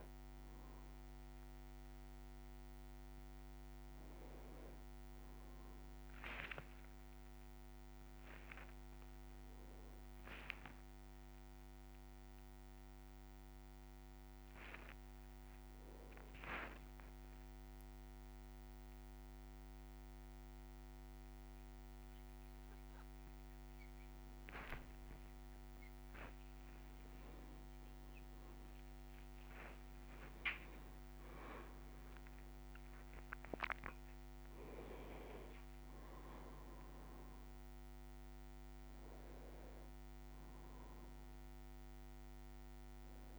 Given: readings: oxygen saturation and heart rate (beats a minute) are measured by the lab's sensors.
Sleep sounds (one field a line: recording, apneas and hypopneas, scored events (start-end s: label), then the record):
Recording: a person awake in a sleep study, by a microphone on the trachea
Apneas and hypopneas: none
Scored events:
0.00-1.00 s: leg movement (device-marked)
2.50-3.50 s: leg movement (device-marked)
23.50-25.50 s: leg movement (device-marked)
26.00-31.50 s: leg movement (device-marked)
From the record:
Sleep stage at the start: awake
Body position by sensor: on the back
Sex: male